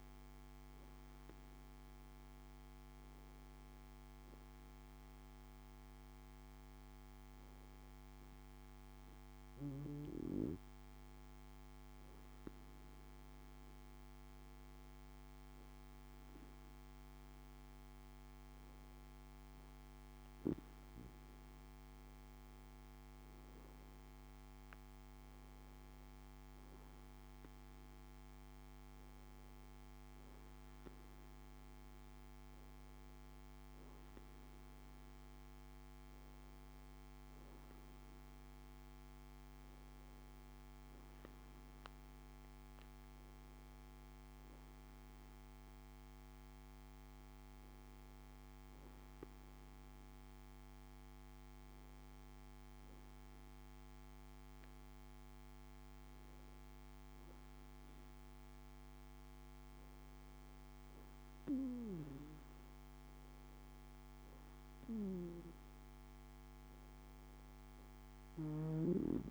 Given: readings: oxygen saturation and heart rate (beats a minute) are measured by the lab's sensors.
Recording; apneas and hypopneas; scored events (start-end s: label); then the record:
breathing in sleep, hard to hear, by a microphone on the trachea; none
none scored
From the record:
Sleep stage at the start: N2 (light sleep); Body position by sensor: on the back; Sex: male